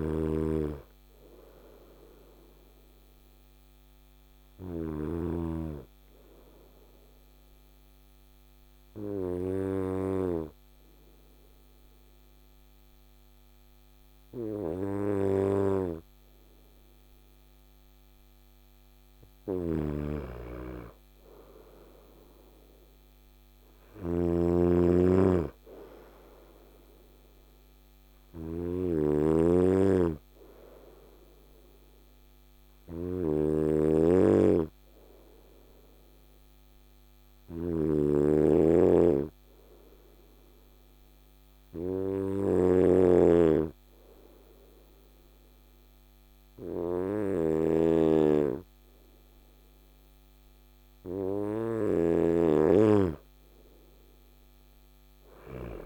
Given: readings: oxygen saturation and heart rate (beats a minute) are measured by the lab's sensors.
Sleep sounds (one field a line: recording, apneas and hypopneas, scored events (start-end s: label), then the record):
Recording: breathing in sleep by a microphone on the trachea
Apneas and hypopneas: 2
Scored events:
0.00-4.50 s: snoring (device-marked)
2.50-18.50 s: obstructive apnea (oxygen 100% before, 94% lowest, heart rate 59 before, 55 extreme, up 4 after)
18.50-55.00 s: snoring (device-marked)
20.50-24.00 s: arousal
29.00-51.00 s: obstructive apnea (oxygen 99% before, 94% lowest, heart rate 58 before, 56 extreme, up 3 after)
From the record:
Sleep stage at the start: N2 (light sleep)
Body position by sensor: on the front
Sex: male